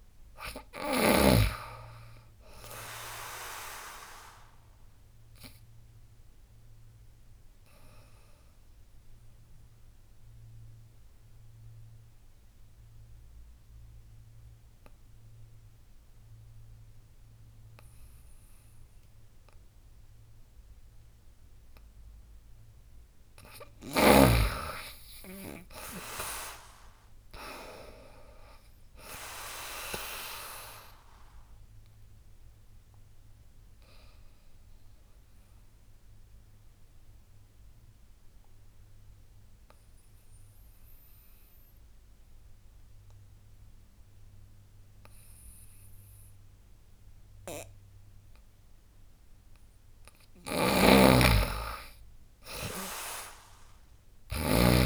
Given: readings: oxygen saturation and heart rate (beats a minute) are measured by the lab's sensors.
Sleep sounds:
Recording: breathing in sleep by a room microphone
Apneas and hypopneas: 2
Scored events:
0.00-1.00 s: snoring (device-marked)
0.00-1.50 s: arousal
0.00-10.00 s: drop in pulse transit time (device-marked, heart rate 70 extreme)
0.00-16.00 s: oxygen desaturation (device-marked, oxygen 100% before, 93% lowest, heart rate 70 before, 64 extreme)
5.00-23.00 s: obstructive apnea (oxygen 100% before, 89% lowest, heart rate 72 before, 64 extreme, up 13 after)
23.00-48.00 s: oxygen desaturation (device-marked, oxygen 98% before, 89% lowest, heart rate 73 before, 64 extreme)
25.00-28.00 s: arousal
26.00-37.00 s: drop in pulse transit time (device-marked, heart rate 73 before, 69 extreme)
31.00-49.50 s: obstructive apnea (oxygen 98% before, 86% lowest, heart rate 75 before, 64 extreme, up 20 after)
50.00-54.00 s: snoring (device-marked)
50.00-54.86 s: oxygen desaturation (device-marked, oxygen 98% before, 92% lowest, heart rate 73 before, 68 extreme)
52.00-54.86 s: arousal
52.00-54.86 s: drop in pulse transit time (device-marked, heart rate 72 before, 74 extreme)
From the record:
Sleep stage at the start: N2 (light sleep)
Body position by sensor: on the back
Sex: female

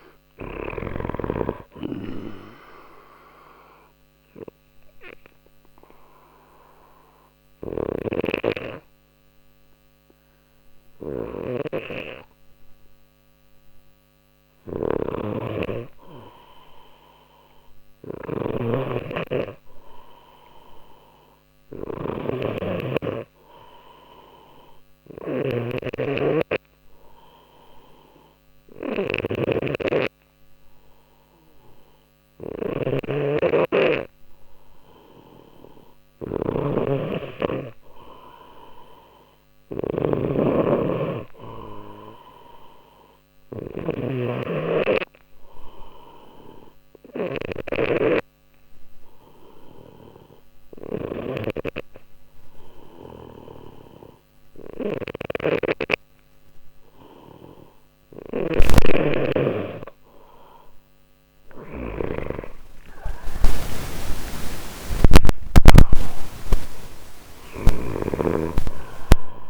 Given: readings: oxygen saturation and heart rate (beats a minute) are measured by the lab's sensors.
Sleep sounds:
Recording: breathing in sleep by a microphone on the trachea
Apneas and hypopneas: 3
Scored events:
2.00-16.00 s: obstructive apnea (oxygen 94% before, 91% lowest, heart rate 61 before, 59 extreme, up 1 after)
7.00-69.50 s: snoring (device-marked)
18.00-21.00 s: arousal
25.00-35.00 s: obstructive apnea (oxygen 94% before, 92% lowest, heart rate 60 before, 59 extreme, up 2 after)
37.00-40.50 s: arousal
44.50-59.00 s: obstructive apnea (oxygen 96% before, 92% lowest, heart rate 60 before, 60 extreme, up 10 after)
62.00-66.00 s: arousal
From the record:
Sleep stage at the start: N2 (light sleep)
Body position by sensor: on the left side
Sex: male

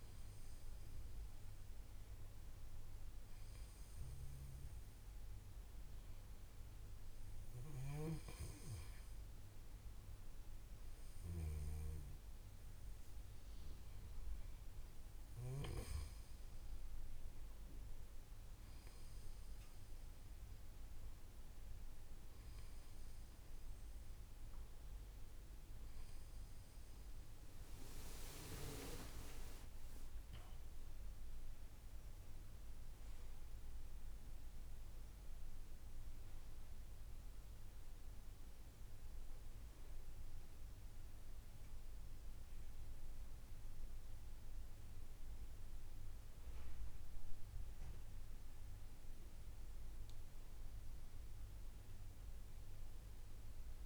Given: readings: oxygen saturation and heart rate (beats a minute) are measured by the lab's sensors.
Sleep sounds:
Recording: breathing in sleep by a room microphone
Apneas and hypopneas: none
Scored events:
none scored
From the record:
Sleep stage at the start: N2 (light sleep)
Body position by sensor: on the back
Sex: male

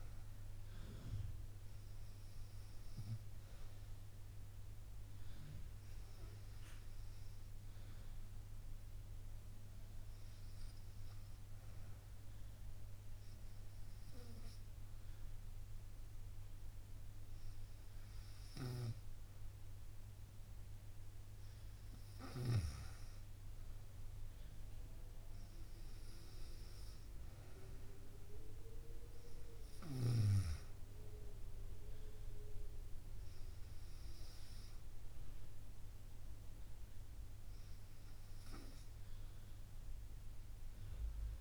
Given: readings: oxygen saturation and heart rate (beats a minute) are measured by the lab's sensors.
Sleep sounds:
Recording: breathing in sleep by a room microphone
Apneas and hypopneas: none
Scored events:
none scored
From the record:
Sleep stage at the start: N2 (light sleep)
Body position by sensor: on the right side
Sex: female

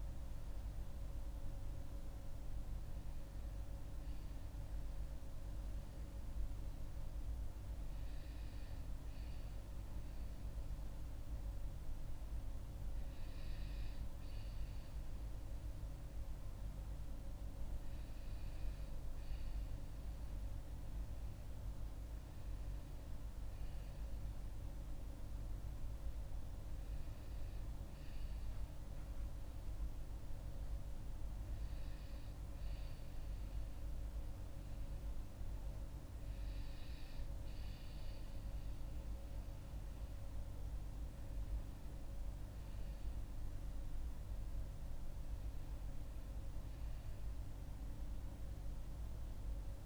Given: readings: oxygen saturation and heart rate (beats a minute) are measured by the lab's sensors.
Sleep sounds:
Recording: breathing in sleep, hard to hear, by a room microphone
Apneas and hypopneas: none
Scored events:
34.00-49.86 s: new sleep stage, N2 (light sleep)
From the record:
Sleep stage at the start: N1 (lightest sleep)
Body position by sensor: on the back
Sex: female

